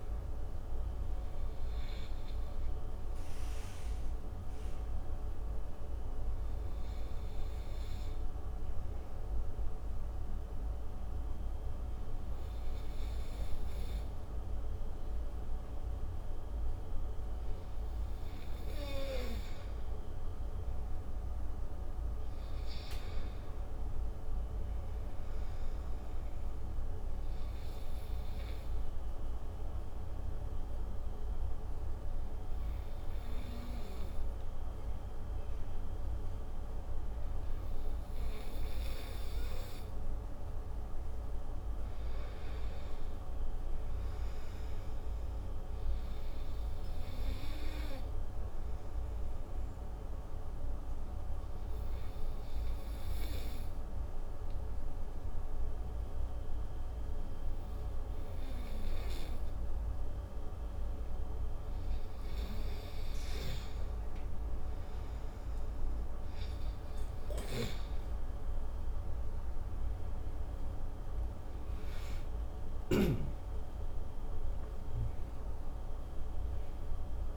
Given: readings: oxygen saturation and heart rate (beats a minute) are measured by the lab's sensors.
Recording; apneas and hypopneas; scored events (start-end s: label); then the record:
breathing in sleep, hard to hear, by a room microphone; 3
0.00-15.50 s: oxygen desaturation (device-marked, oxygen 90% lowest)
4.50-19.00 s: obstructive apnea (oxygen 96% before, 88% lowest)
20.50-24.00 s: arousal
22.50-39.50 s: oxygen desaturation (device-marked, oxygen 97% before, 91% lowest)
27.50-41.00 s: obstructive apnea (oxygen 97% before, 88% lowest)
42.00-45.50 s: arousal
47.50-58.50 s: oxygen desaturation (device-marked, oxygen 96% before, 88% lowest)
49.00-62.00 s: obstructive apnea (oxygen 97% before, 88% lowest)
69.00-73.50 s: arousal
69.50-77.37 s: oxygen desaturation (device-marked, oxygen 96% before, 88% lowest)
From the record:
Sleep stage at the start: N2 (light sleep); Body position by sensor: on the right side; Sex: male